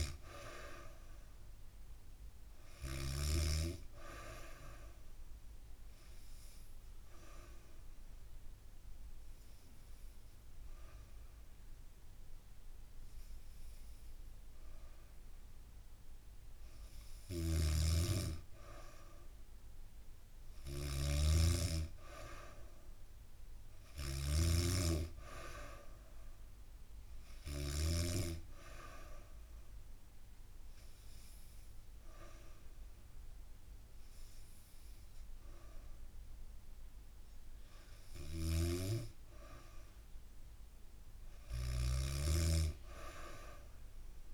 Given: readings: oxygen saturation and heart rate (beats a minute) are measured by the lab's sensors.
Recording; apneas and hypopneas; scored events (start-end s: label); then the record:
breathing in sleep by a room microphone; 2
0.00-2.50 s: snoring (device-marked)
5.50-16.50 s: obstructive apnea (oxygen 96% before, 92% lowest, heart rate 67 before, 64 extreme, up 2 after)
16.50-27.50 s: snoring (device-marked)
20.50-23.50 s: arousal
25.00-37.00 s: oxygen desaturation (device-marked, oxygen 95% before, 92% lowest, heart rate 67 before, 66 extreme)
28.50-39.50 s: hypopnea (oxygen 96% before, 92% lowest, heart rate 67 before, 66 extreme, up 2 after)
37.50-44.34 s: snoring (device-marked)
41.50-44.34 s: arousal
From the record:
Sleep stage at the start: N2 (light sleep); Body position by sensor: on the back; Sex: female